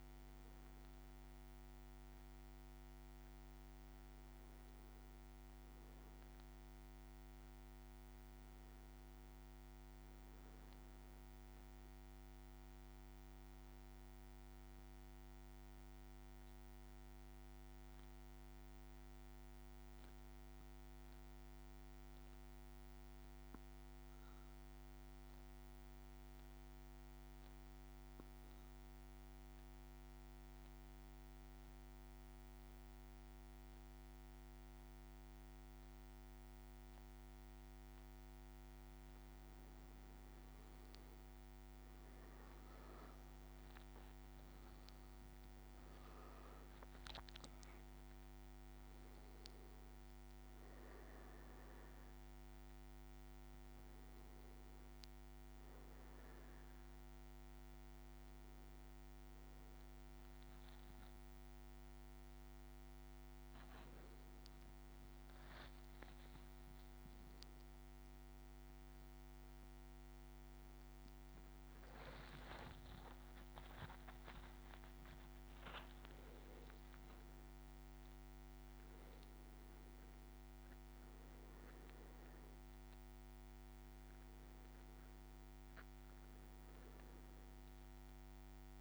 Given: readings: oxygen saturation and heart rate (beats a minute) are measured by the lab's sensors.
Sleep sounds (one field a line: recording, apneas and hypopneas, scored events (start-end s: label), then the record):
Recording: a person partly awake in a sleep study, hard to hear, by a microphone on the trachea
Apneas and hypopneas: 1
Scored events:
0.00-9.00 s: oxygen desaturation (device-marked, oxygen 95% lowest, heart rate 56 extreme)
11.00-37.00 s: central apnea (oxygen 100% before, 95% lowest, heart rate 57 before, 57 extreme, up 3 after)
20.50-21.50 s: leg movement (device-marked)
23.50-30.00 s: leg movement (device-marked)
39.00-69.00 s: new sleep stage, awake
64.00-66.50 s: leg movement (device-marked)
69.00-88.81 s: new sleep stage, N1 (lightest sleep)
83.00-88.00 s: leg movement (device-marked)
From the record:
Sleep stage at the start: N1 (lightest sleep)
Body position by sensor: on the back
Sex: male